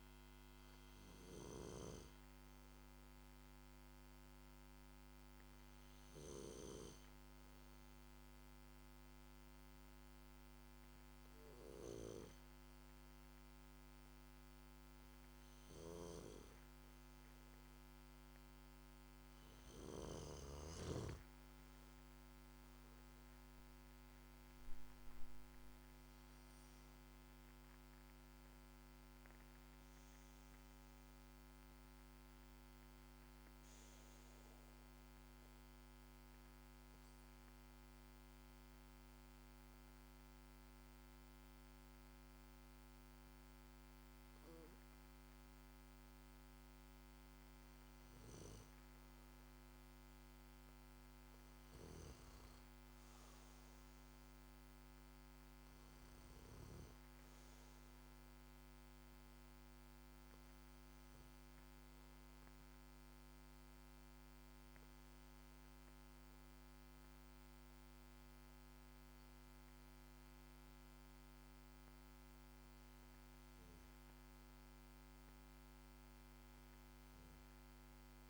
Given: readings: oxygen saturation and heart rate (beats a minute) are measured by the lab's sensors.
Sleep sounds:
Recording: breathing in sleep by a microphone on the trachea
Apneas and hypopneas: none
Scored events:
0.00-1.50 s: snoring (device-marked)
15.50-20.50 s: snoring (device-marked)
21.50-25.00 s: arousal
From the record:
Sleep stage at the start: N2 (light sleep)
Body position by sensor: on the back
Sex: male

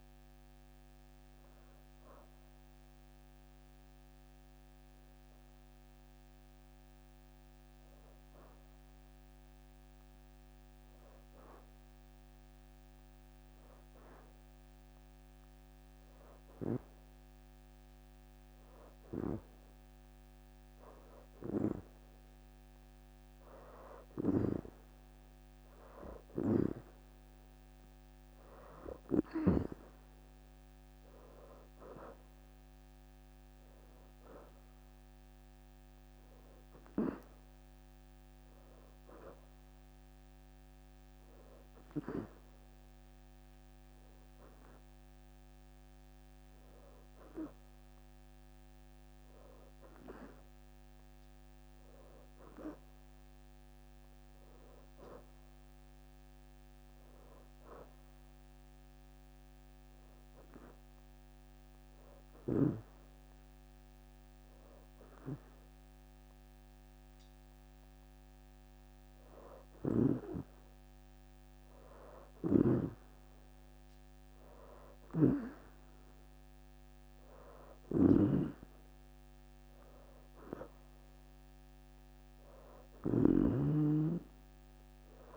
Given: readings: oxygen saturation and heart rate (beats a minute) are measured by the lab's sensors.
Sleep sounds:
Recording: breathing in sleep by a microphone on the trachea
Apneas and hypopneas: 2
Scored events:
2.00-13.00 s: oxygen desaturation (device-marked, oxygen 88% before, 85% lowest, heart rate 77 before, 70 extreme)
9.00-27.00 s: hypopnea (oxygen 90% before, 85% lowest, heart rate 77 before, 80 extreme, up 3 after)
28.00-51.00 s: oxygen desaturation (device-marked, oxygen 95% before, 87% lowest, heart rate 79 before, 73 extreme)
30.00-34.50 s: arousal
52.00-56.00 s: arousal
52.50-56.00 s: leg movement (device-marked)
60.00-70.00 s: hypopnea (oxygen 92% before, 85% lowest, heart rate 80 before, 78 extreme, up 4 after)
70.50-74.00 s: arousal
74.50-83.00 s: snoring (device-marked)
76.00-85.37 s: oxygen desaturation (device-marked, oxygen 92% before, 85% lowest, heart rate 79 before, 79 extreme)
From the record:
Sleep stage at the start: N2 (light sleep)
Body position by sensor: on the back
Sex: female

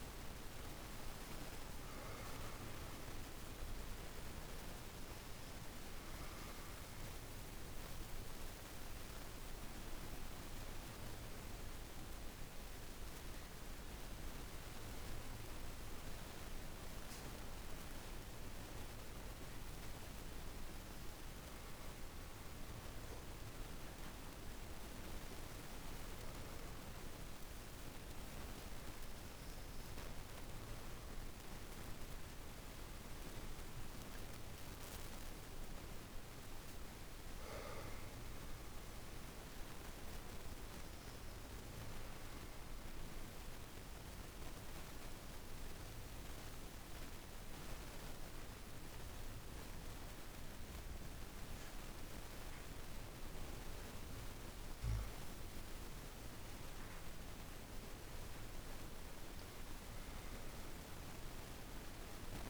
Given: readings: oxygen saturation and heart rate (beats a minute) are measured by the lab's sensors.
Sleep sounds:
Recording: breathing in sleep, hard to hear, by a room microphone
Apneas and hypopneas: 2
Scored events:
0.00-14.50 s: oxygen desaturation (device-marked, oxygen 86% lowest, heart rate 52 extreme)
6.50-23.50 s: obstructive apnea (oxygen 96% before, 86% lowest, heart rate 55 before, 52 extreme, up 1 after)
25.00-30.50 s: arousal
27.50-42.50 s: oxygen desaturation (device-marked, oxygen 98% before, 90% lowest, heart rate 53 before, 51 extreme)
39.00-53.50 s: obstructive apnea (oxygen 98% before, 85% lowest, heart rate 54 before, 51 extreme, up 3 after)
56.00-59.50 s: arousal
58.50-62.50 s: oxygen desaturation (device-marked, oxygen 97% before, 90% lowest, heart rate 53 before, 51 extreme)
From the record:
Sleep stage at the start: N2 (light sleep)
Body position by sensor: on the back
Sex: female

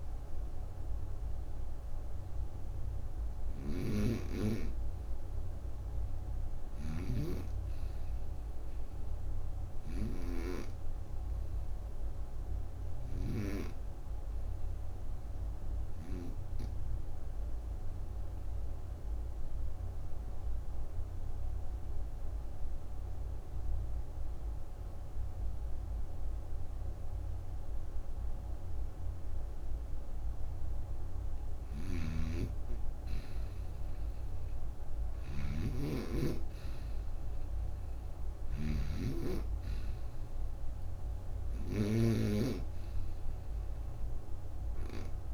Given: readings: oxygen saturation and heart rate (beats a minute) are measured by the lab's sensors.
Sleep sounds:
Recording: breathing in sleep by a room microphone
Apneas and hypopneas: 1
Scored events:
3.50-13.00 s: snoring (device-marked)
15.00-31.00 s: obstructive apnea (oxygen 96% before, 91% lowest, heart rate 37 before, 36 extreme, up 19 after)
31.50-42.00 s: snoring (device-marked)
33.00-37.50 s: arousal
From the record:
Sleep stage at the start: N2 (light sleep)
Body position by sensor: on the right side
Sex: female

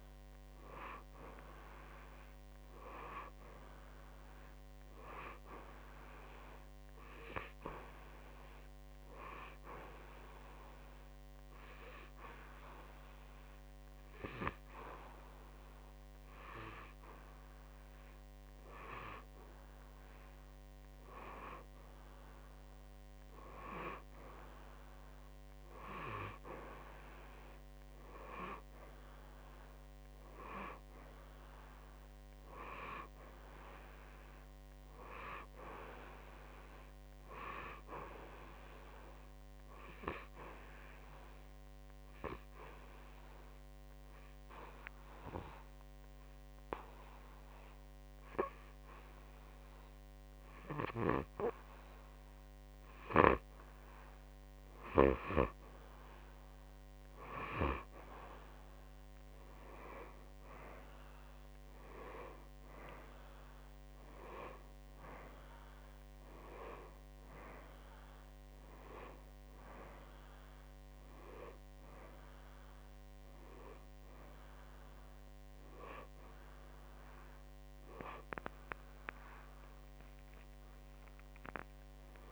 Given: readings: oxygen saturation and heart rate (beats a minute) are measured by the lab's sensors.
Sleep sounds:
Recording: breathing in sleep by a microphone on the trachea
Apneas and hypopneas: 2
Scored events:
9.50-20.00 s: hypopnea (oxygen 95% before, 93% lowest, heart rate 57 before, 55 extreme, up 2 after)
22.50-26.00 s: arousal
41.50-54.00 s: hypopnea (oxygen 95% before, 91% lowest, heart rate 57 before, 52 extreme, up 1 after)
60.50-65.00 s: arousal
From the record:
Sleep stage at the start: N2 (light sleep)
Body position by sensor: on the back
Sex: male

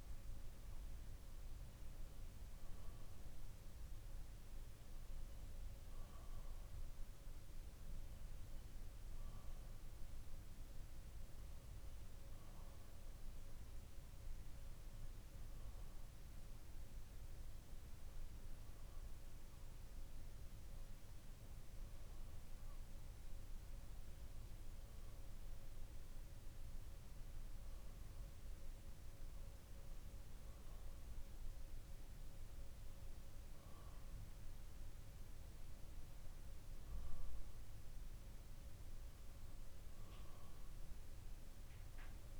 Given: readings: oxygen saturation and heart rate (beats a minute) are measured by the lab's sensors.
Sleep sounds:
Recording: breathing in sleep, hard to hear, by a room microphone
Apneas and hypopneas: none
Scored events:
none scored
From the record:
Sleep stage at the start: N2 (light sleep)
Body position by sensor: on the back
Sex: male

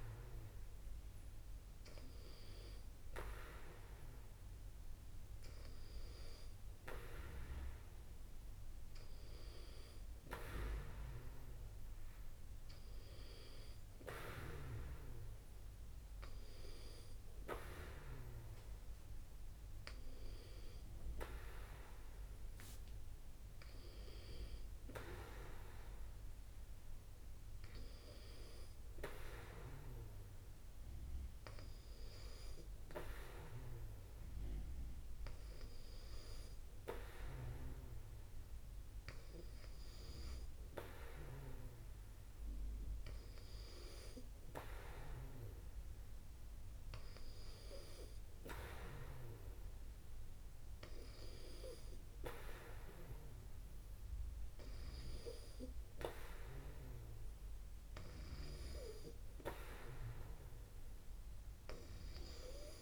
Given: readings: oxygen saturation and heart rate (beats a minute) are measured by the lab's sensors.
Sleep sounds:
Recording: breathing in sleep by a room microphone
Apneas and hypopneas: none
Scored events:
none scored
From the record:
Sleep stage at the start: N2 (light sleep)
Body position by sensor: on the back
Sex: female

